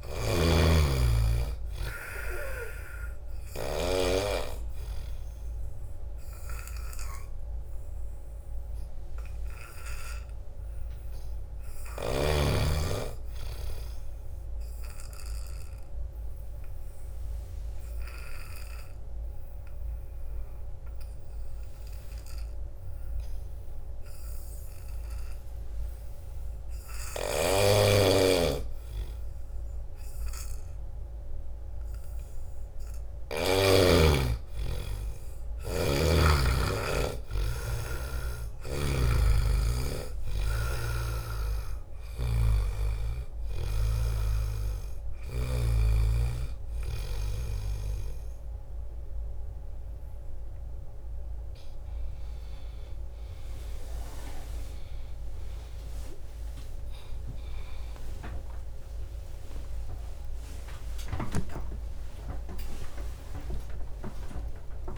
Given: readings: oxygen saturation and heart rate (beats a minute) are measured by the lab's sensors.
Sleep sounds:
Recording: breathing in sleep by a room microphone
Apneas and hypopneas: 1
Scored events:
0.00-4.00 s: snoring (device-marked)
0.00-16.00 s: oxygen desaturation (device-marked, oxygen 88% lowest)
14.50-27.00 s: obstructive apnea (oxygen 97% before, 87% lowest)
27.00-29.00 s: arousal
27.00-29.00 s: long interval between heartbeats (device-marked)
27.00-33.50 s: snoring (device-marked)
32.00-54.00 s: oxygen desaturation (device-marked, oxygen 95% before, 87% lowest)
40.50-44.00 s: snoring (device-marked)
56.00-58.00 s: long interval between heartbeats (device-marked)
57.00-64.98 s: new sleep stage, awake
62.00-64.00 s: long interval between heartbeats (device-marked)
From the record:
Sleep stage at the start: N2 (light sleep)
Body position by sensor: on the back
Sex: male

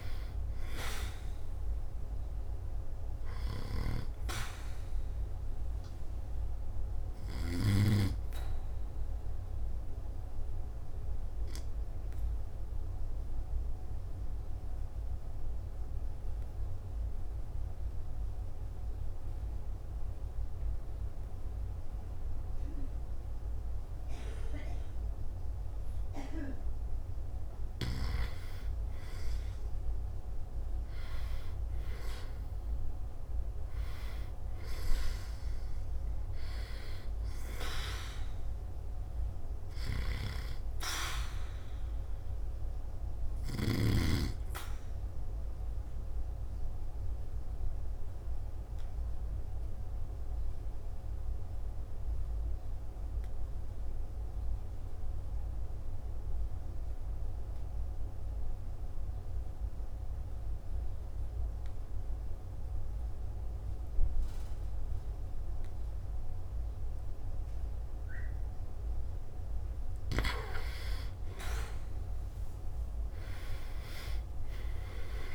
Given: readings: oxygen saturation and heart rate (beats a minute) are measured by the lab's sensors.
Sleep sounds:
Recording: breathing in sleep by a room microphone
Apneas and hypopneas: 2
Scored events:
0.00-29.00 s: oxygen desaturation (device-marked, oxygen 92% lowest, heart rate 52 extreme)
3.50-8.00 s: snoring (device-marked)
6.00-75.35 s: new sleep stage, N2 (light sleep)
9.50-28.00 s: obstructive apnea (oxygen 98% before, 91% lowest, heart rate 53 before, 52 extreme, up 1 after)
30.00-34.00 s: arousal
43.50-68.50 s: obstructive apnea (oxygen 98% before, 91% lowest, heart rate 54 before, 50 extreme, up 5 after)
50.00-66.00 s: oxygen desaturation (device-marked, oxygen 96% before, 91% lowest, heart rate 55 before, 50 extreme)
From the record:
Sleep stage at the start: N1 (lightest sleep)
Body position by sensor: on the back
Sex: male

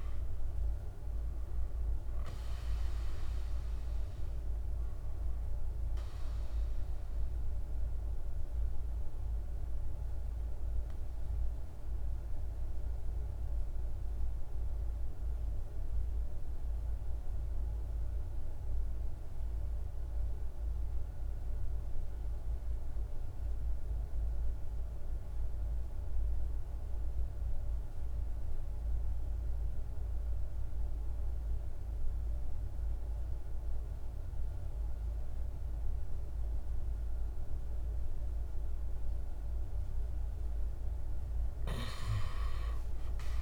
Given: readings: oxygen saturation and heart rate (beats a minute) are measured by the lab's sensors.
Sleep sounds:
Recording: breathing in sleep, hard to hear, by a room microphone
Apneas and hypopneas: 1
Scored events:
0.00-13.50 s: oxygen desaturation (device-marked, oxygen 90% lowest)
7.00-39.00 s: mixed apnea (oxygen 99% before, 84% lowest, heart rate 98 before, 47 extreme, up 14 after)
29.50-43.41 s: oxygen desaturation (device-marked, oxygen 99% before, 84% lowest, heart rate 48 before, 48 extreme)
41.50-43.41 s: arousal
From the record:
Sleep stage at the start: N2 (light sleep)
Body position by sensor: on the back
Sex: male

